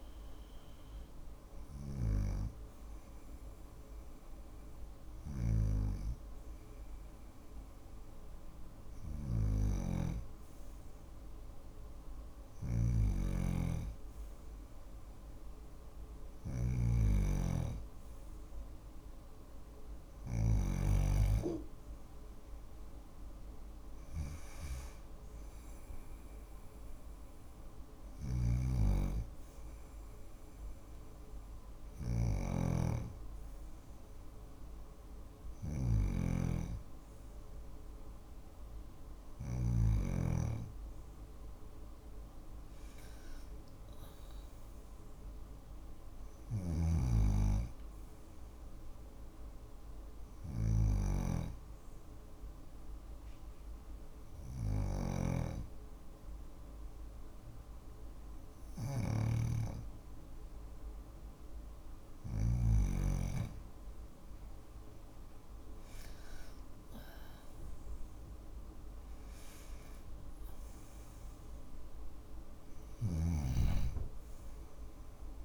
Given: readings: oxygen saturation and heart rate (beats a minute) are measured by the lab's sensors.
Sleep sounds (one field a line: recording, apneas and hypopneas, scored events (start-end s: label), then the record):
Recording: breathing in sleep by a room microphone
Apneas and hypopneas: none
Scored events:
0.00-19.50 s: snoring (device-marked)
27.00-38.50 s: snoring (device-marked)
45.50-61.50 s: snoring (device-marked)
72.00-75.45 s: snoring (device-marked)
From the record:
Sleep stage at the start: N2 (light sleep)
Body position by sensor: on the back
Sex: female